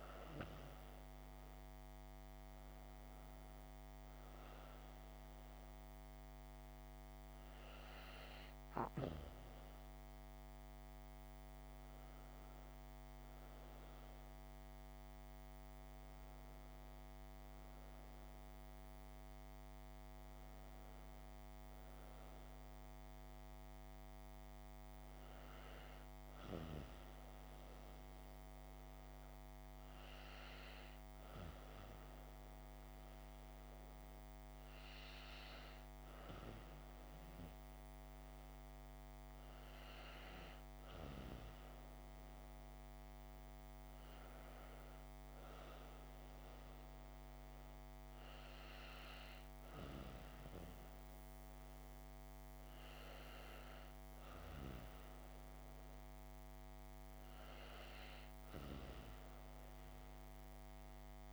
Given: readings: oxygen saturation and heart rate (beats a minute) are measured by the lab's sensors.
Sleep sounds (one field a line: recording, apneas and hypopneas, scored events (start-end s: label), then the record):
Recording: breathing in sleep, hard to hear, by a microphone on the trachea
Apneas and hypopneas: none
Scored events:
13.00-17.50 s: arousal
From the record:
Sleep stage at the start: N2 (light sleep)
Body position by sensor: on the back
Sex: female